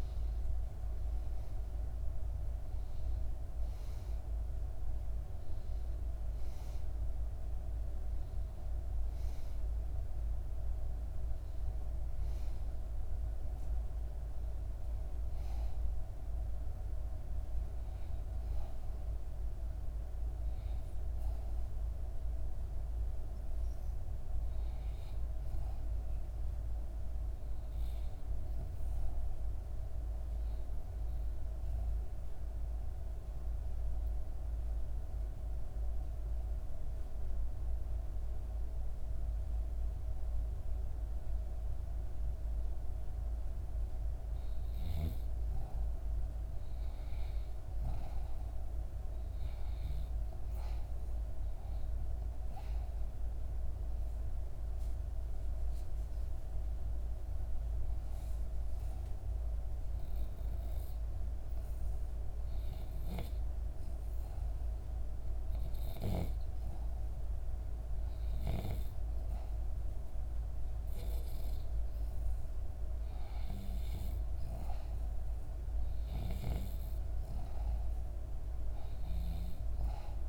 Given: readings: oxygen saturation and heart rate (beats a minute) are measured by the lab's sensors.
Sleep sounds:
breathing in sleep, hard to hear, by a room microphone; 2
3.50-5.50 s: oxygen desaturation (device-marked, oxygen 90% before, 86% lowest, heart rate 90 before, 66 extreme)
31.00-43.00 s: obstructive apnea (oxygen 98% before, 92% lowest, heart rate 67 before, 64 extreme, up 1 after)
46.00-49.50 s: arousal
46.50-64.50 s: oxygen desaturation (device-marked, oxygen 97% before, 92% lowest, heart rate 65 before, 65 extreme)
59.50-70.50 s: hypopnea (oxygen 98% before, 91% lowest, heart rate 65 before, 66 extreme, up 0 after)
74.00-78.00 s: arousal
From the record:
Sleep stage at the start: REM sleep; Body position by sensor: on the back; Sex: female

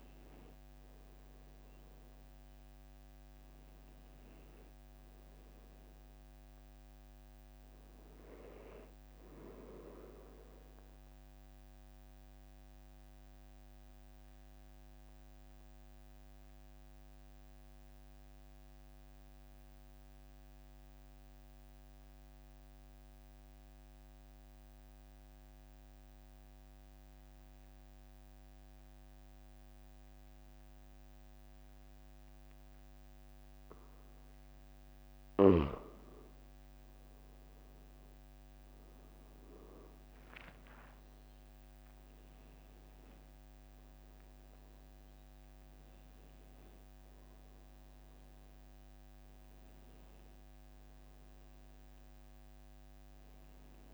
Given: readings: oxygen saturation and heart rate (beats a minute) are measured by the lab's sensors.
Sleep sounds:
breathing in sleep by a microphone on the trachea; 1
12.00-34.50 s: obstructive apnea (oxygen 96% before, 93% lowest, heart rate 46 before, 42 extreme, up 5 after)
12.00-53.94 s: new sleep stage, REM sleep
36.00-40.50 s: arousal
From the record:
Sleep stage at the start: N2 (light sleep); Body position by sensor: on the back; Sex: male

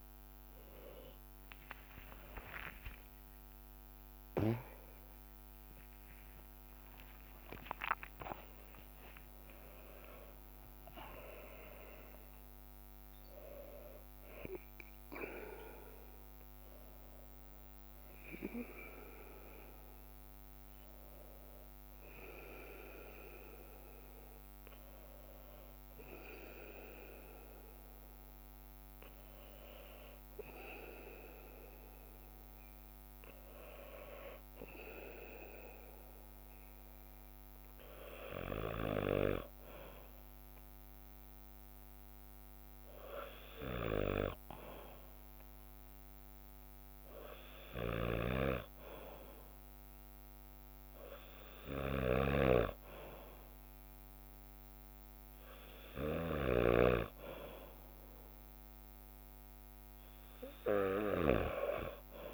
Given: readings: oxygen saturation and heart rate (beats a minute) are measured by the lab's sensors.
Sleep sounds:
breathing in sleep by a microphone on the trachea; none
0.00-4.50 s: tachycardia (device-marked, heart rate 126 extreme)
0.00-16.50 s: drop in pulse transit time (device-marked, heart rate 72 extreme)
2.00-4.00 s: long interval between heartbeats (device-marked, heart rate 74 before, 115 extreme)
2.00-7.00 s: arousal
22.50-31.50 s: leg movement (device-marked)
34.50-44.50 s: leg movement (device-marked)
47.00-53.00 s: leg movement (device-marked)
From the record:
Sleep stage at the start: N2 (light sleep); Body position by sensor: on the back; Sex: male

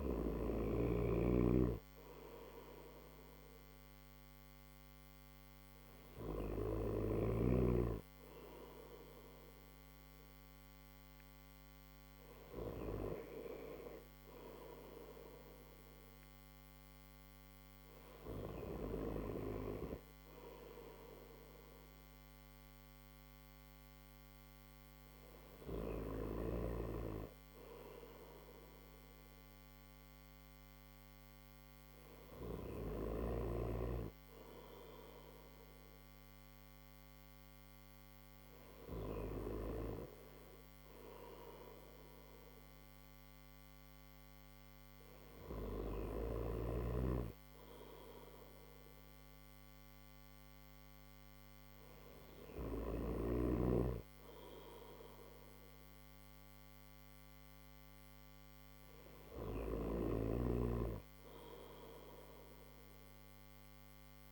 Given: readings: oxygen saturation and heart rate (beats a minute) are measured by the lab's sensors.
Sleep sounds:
breathing in sleep by a microphone on the trachea; none
none scored
From the record:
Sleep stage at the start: N1 (lightest sleep); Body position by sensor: on the right side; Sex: male

